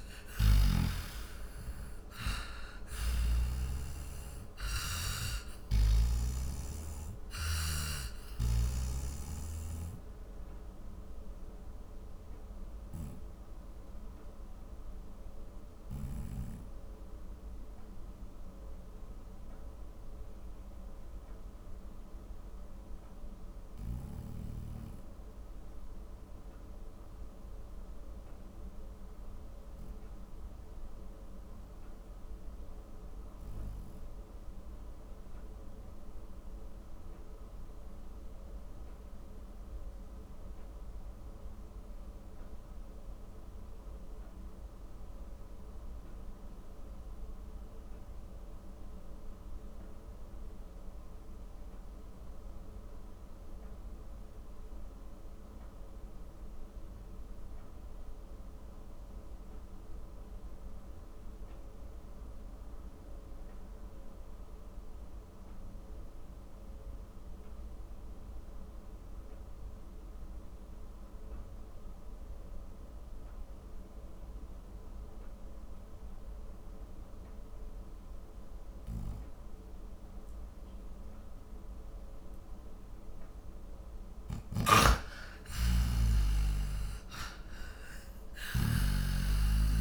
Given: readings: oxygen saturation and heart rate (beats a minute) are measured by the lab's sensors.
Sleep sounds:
breathing in sleep by a room microphone; 1
0.00-1.00 s: snoring (device-marked)
0.00-39.00 s: oxygen desaturation (device-marked, oxygen 83% lowest, heart rate 40 extreme)
3.00-6.50 s: snoring (device-marked)
10.00-84.50 s: obstructive apnea (oxygen 97% before, 83% lowest, heart rate 63 before, 40 extreme, up 9 after)
68.00-89.81 s: oxygen desaturation (device-marked, oxygen 98% before, 83% lowest, heart rate 50 before, 37 extreme)
84.50-89.00 s: snoring (device-marked)
85.00-89.50 s: arousal
From the record:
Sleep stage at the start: N2 (light sleep); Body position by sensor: on the back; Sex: male

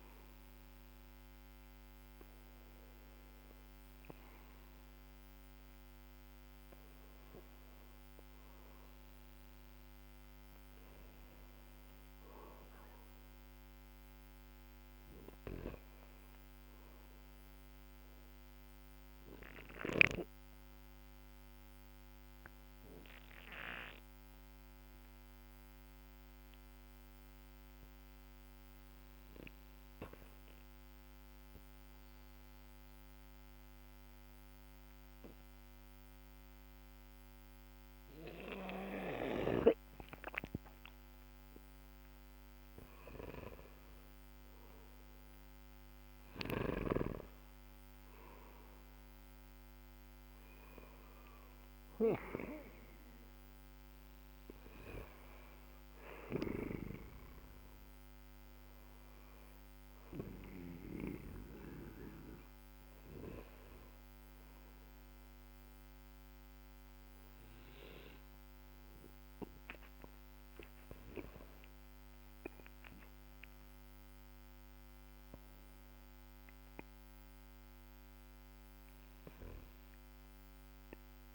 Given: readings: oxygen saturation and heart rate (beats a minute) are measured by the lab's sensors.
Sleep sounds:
breathing in sleep by a microphone on the trachea; 2
10.50-14.00 s: arousal
17.50-42.00 s: mixed apnea (oxygen 96% before, 90% lowest, heart rate 57 before, 46 extreme, up 8 after)
44.00-48.50 s: arousal
50.50-80.50 s: oxygen desaturation (device-marked, oxygen 97% before, 90% lowest, heart rate 58 before, 48 extreme)
58.50-71.00 s: hypopnea (oxygen 97% before, 90% lowest, heart rate 54 before, 52 extreme, up 8 after)
79.00-81.35 s: arousal
From the record:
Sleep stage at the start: N2 (light sleep); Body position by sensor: on the back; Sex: male

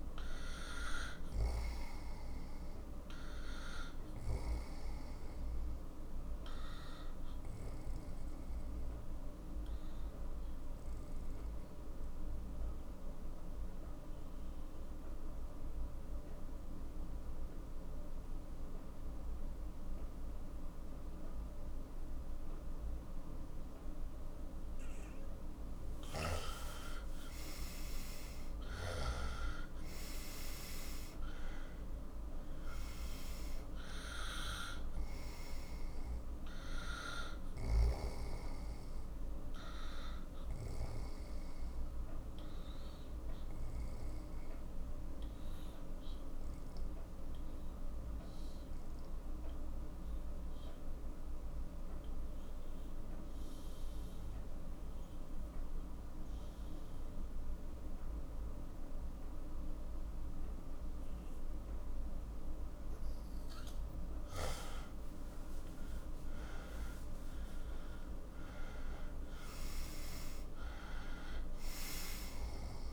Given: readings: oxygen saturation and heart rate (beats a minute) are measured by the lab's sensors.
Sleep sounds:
breathing in sleep by a room microphone; 2
0.00-12.50 s: oxygen desaturation (device-marked, oxygen 92% lowest, heart rate 47 extreme)
9.00-24.50 s: obstructive apnea (oxygen 98% before, 91% lowest, heart rate 60 before, 44 extreme, up 13 after)
27.50-32.50 s: arousal
28.50-51.50 s: oxygen desaturation (device-marked, oxygen 97% before, 91% lowest, heart rate 52 before, 44 extreme)
44.50-63.00 s: obstructive apnea (oxygen 97% before, 91% lowest, heart rate 57 before, 44 extreme, up 12 after)
65.00-69.00 s: arousal
65.50-72.93 s: oxygen desaturation (device-marked, oxygen 97% before, 91% lowest, heart rate 54 before, 44 extreme)
From the record:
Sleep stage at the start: N2 (light sleep); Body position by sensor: on the right side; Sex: male

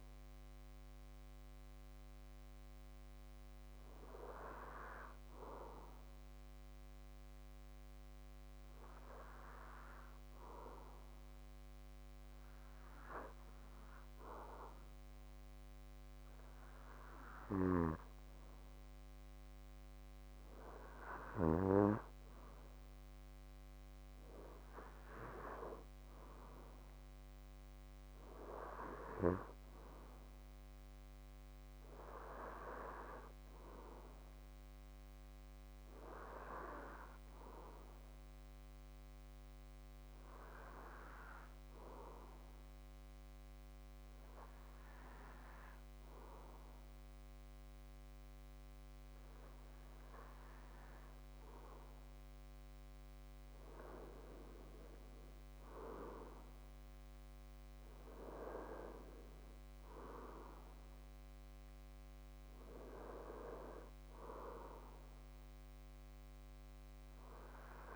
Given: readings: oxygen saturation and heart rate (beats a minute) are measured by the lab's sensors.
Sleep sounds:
breathing in sleep by a microphone on the trachea; 2
0.00-14.00 s: oxygen desaturation (device-marked, oxygen 92% lowest, heart rate 52 extreme)
6.00-18.00 s: hypopnea (oxygen 97% before, 92% lowest, heart rate 64 before, 53 extreme, up 27 after)
23.50-27.50 s: arousal
40.00-50.50 s: hypopnea (oxygen 96% before, 92% lowest, heart rate 68 before, 53 extreme, up 3 after)
53.50-58.00 s: arousal
From the record:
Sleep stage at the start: N2 (light sleep); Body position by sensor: on the back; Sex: male

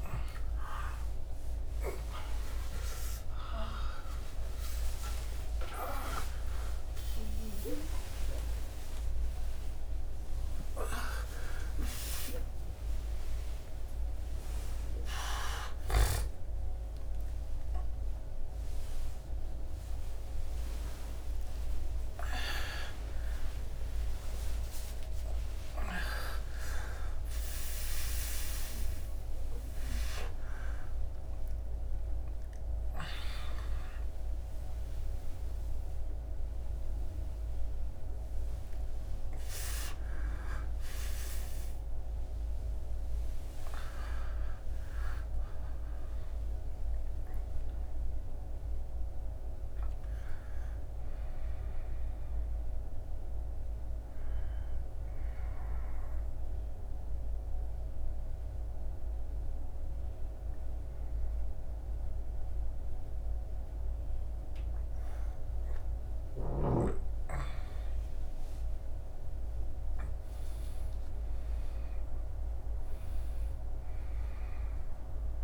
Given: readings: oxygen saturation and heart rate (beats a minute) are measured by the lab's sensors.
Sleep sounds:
a person awake in a sleep study, by a room microphone; none
0.00-4.00 s: oxygen desaturation (device-marked, oxygen 88% lowest, heart rate 94 extreme)
57.00-75.44 s: new sleep stage, N1 (lightest sleep)
From the record:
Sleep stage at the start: awake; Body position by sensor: on the back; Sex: male

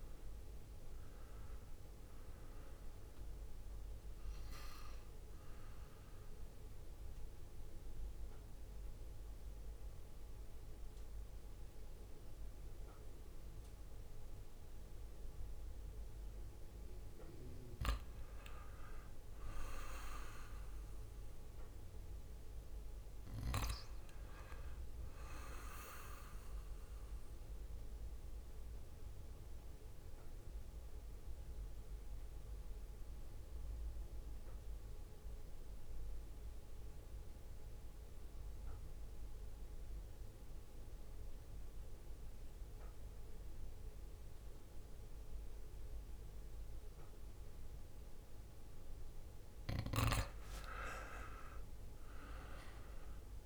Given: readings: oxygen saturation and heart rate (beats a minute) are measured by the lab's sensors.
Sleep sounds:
breathing in sleep by a room microphone; 2
7.00-17.00 s: mixed apnea (oxygen 95% before, 90% lowest, heart rate 63 before, 51 extreme, up 4 after)
19.00-22.50 s: arousal
28.50-48.50 s: mixed apnea (oxygen 98% before, 90% lowest, heart rate 61 before, 51 extreme, up 15 after)
50.00-53.46 s: arousal
51.50-53.46 s: oxygen desaturation (device-marked, oxygen 98% before, 90% lowest, heart rate 53 before, 54 extreme)
From the record:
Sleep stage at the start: REM sleep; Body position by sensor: on the back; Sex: male

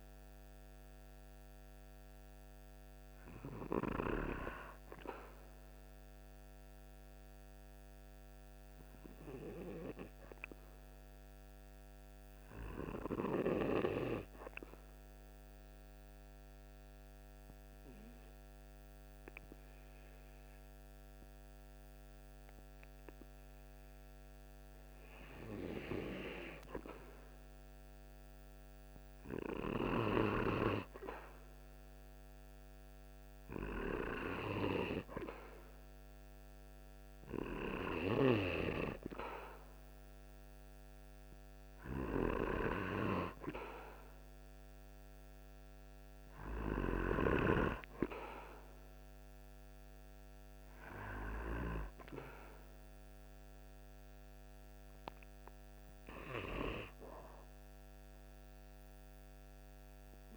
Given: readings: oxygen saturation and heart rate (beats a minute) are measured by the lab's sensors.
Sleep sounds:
breathing in sleep by a microphone on the trachea; 1
4.50-8.50 s: arousal
13.50-24.50 s: obstructive apnea (oxygen 96% before, 94% lowest, heart rate 49 before, 46 extreme, up 4 after)
26.50-31.00 s: arousal
From the record:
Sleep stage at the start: REM sleep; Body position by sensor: on the right side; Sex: male

